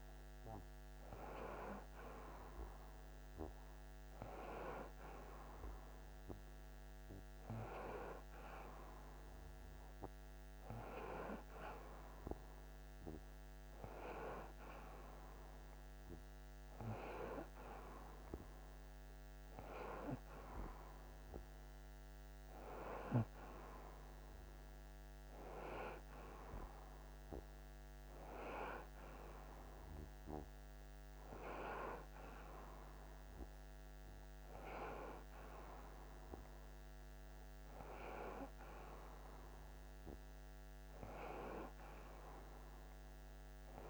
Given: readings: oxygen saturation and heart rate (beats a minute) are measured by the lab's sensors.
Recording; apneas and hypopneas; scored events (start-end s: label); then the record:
breathing in sleep by a microphone on the trachea; none
none scored
From the record:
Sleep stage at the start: N1 (lightest sleep); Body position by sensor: on the front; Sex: male